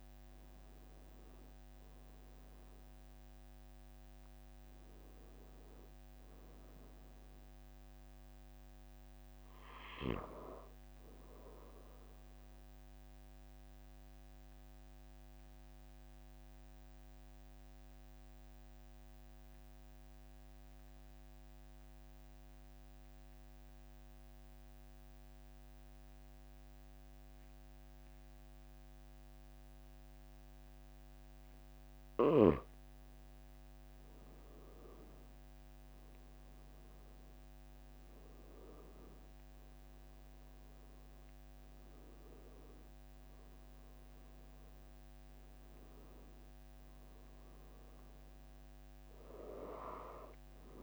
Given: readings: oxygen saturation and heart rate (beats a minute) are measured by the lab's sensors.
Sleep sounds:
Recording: breathing in sleep by a microphone on the trachea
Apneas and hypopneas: 1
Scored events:
12.00-31.50 s: obstructive apnea (oxygen 96% before, 93% lowest, heart rate 46 before, 43 extreme, up 2 after)
33.50-39.00 s: arousal
From the record:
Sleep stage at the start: REM sleep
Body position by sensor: on the back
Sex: male

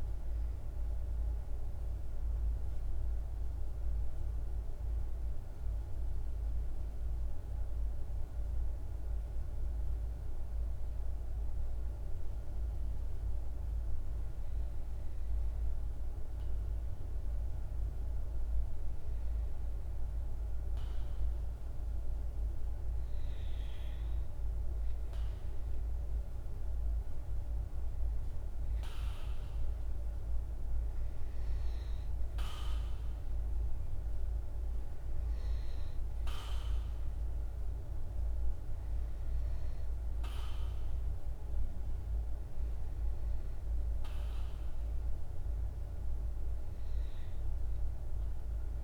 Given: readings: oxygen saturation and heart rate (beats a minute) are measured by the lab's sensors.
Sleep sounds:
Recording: breathing in sleep, hard to hear, by a room microphone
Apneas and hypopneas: 1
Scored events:
2.00-19.00 s: obstructive apnea (oxygen 99% before, 94% lowest, heart rate 51 before, 50 extreme, up 1 after)
20.00-33.00 s: oxygen desaturation (device-marked, oxygen 99% before, 94% lowest, heart rate 51 before, 50 extreme)
21.00-26.50 s: arousal
From the record:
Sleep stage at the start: REM sleep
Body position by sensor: on the back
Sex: male

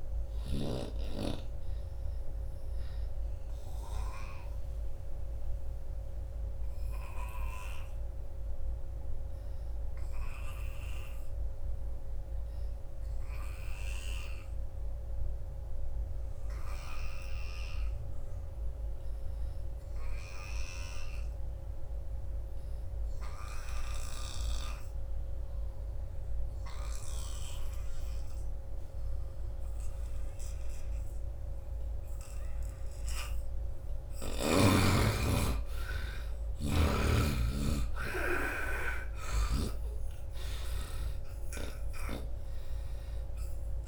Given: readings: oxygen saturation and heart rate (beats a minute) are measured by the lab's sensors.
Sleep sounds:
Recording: breathing in sleep by a room microphone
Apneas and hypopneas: 1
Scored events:
0.00-11.00 s: oxygen desaturation (device-marked, oxygen 72% lowest, heart rate 69 extreme)
1.50-33.00 s: obstructive apnea (oxygen 95% before, 72% lowest, heart rate 79 before, 75 extreme, up 7 after)
23.00-43.88 s: oxygen desaturation (device-marked, oxygen 98% before, 75% lowest, heart rate 87 before, 64 extreme)
23.50-27.00 s: snoring (device-marked)
34.00-38.50 s: arousal
From the record:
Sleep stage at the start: N2 (light sleep)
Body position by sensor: on the right side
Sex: male

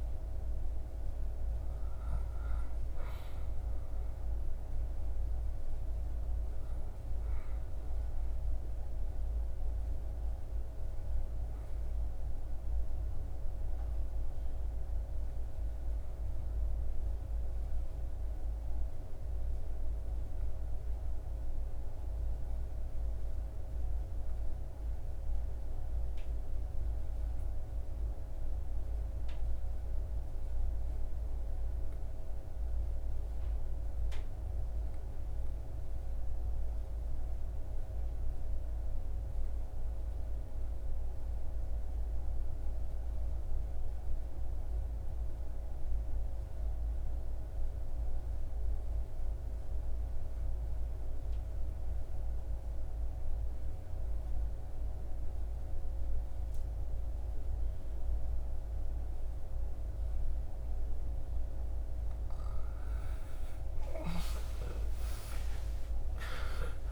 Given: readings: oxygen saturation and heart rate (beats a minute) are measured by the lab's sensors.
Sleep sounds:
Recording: breathing in sleep, hard to hear, by a room microphone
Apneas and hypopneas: 1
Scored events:
8.00-60.50 s: obstructive apnea (oxygen 98% before, 77% lowest, heart rate 76 before, 60 extreme, up 38 after)
52.00-66.91 s: oxygen desaturation (device-marked, oxygen 99% before, 77% lowest, heart rate 63 before, 60 extreme)
63.50-66.91 s: arousal
From the record:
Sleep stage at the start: N2 (light sleep)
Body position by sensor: on the back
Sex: male

